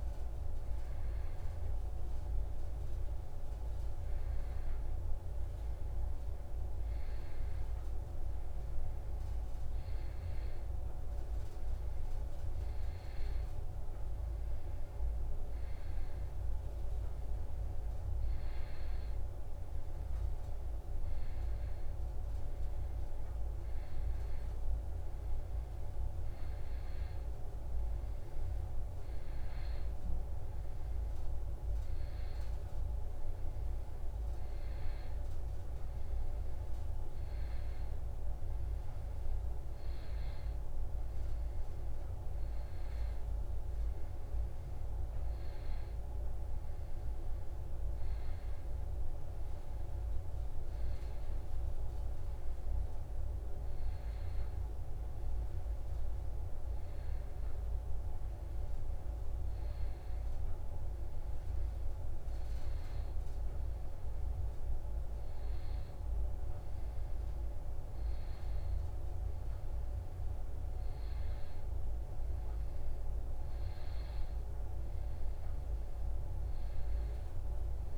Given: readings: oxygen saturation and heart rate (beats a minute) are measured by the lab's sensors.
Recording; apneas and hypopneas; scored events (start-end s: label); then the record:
breathing in sleep, hard to hear, by a room microphone; none
none scored
From the record:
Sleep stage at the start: N1 (lightest sleep); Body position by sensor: on the back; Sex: male